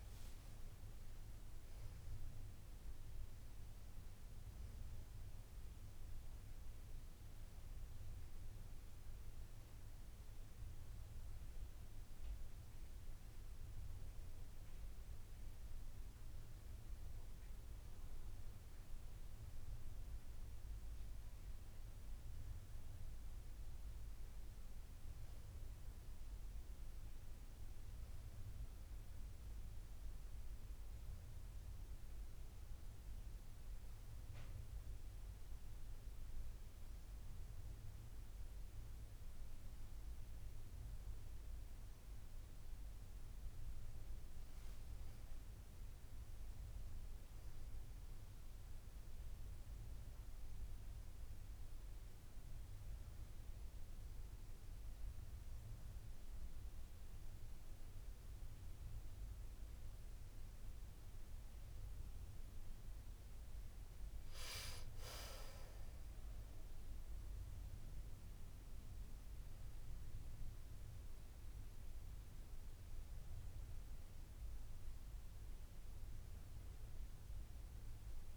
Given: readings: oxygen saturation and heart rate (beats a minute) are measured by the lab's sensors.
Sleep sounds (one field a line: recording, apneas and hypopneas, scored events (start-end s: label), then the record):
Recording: breathing in sleep, hard to hear, by a room microphone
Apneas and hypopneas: none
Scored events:
none scored
From the record:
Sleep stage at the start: N1 (lightest sleep)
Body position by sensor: on the right side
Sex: female